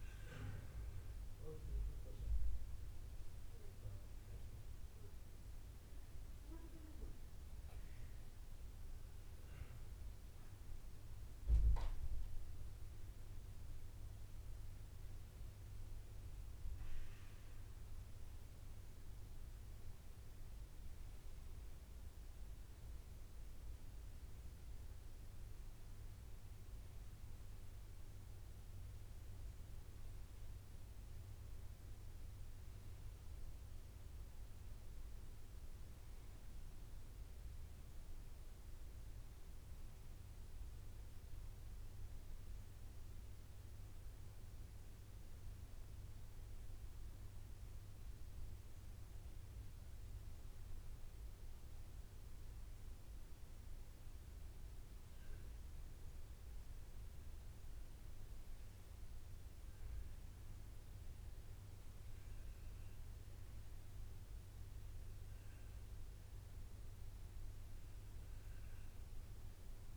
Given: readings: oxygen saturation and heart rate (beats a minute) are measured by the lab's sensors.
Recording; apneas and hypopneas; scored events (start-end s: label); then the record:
breathing in sleep, hard to hear, by a room microphone; none
7.50-9.50 s: long interval between heartbeats (device-marked, heart rate 68 before, 77 extreme)
From the record:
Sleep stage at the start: N1 (lightest sleep); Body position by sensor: on the right side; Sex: male